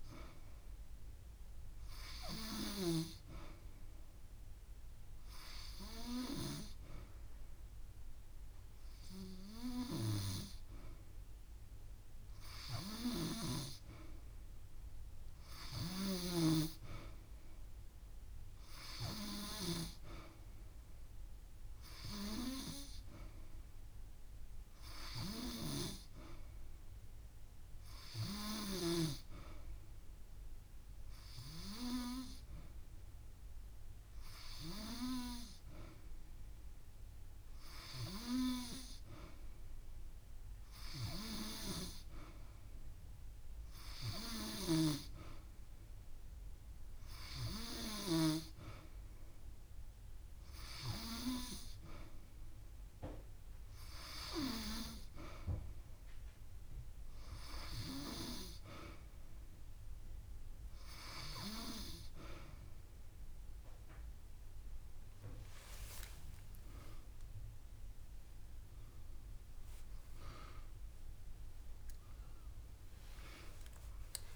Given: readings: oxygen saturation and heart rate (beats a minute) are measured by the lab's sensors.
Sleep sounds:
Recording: breathing in sleep by a room microphone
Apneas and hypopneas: none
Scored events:
11.00-13.00 s: long interval between heartbeats (device-marked)
14.50-20.50 s: drop in pulse transit time (device-marked)
24.50-26.50 s: long interval between heartbeats (device-marked)
27.00-29.00 s: long interval between heartbeats (device-marked)
31.50-41.50 s: drop in pulse transit time (device-marked)
40.50-42.50 s: long interval between heartbeats (device-marked)
46.00-48.00 s: long interval between heartbeats (device-marked)
49.50-51.50 s: long interval between heartbeats (device-marked)
52.50-53.50 s: drop in pulse transit time (device-marked)
59.50-61.50 s: long interval between heartbeats (device-marked)
71.00-74.36 s: arousal
From the record:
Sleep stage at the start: N2 (light sleep)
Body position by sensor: on the back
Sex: female

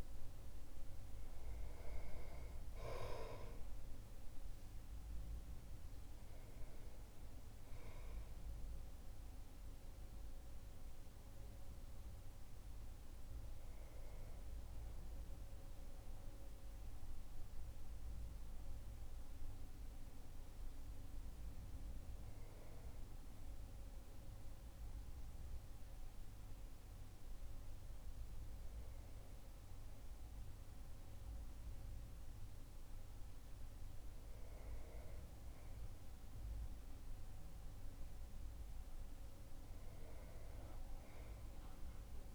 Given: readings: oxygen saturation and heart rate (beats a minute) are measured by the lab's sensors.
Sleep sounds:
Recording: breathing in sleep, hard to hear, by a room microphone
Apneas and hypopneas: none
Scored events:
0.00-1.50 s: arousal
6.50-23.50 s: oxygen desaturation (device-marked, oxygen 100% before, 95% lowest, heart rate 57 before, 51 extreme)
From the record:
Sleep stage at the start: N2 (light sleep)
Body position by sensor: on the back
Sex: male

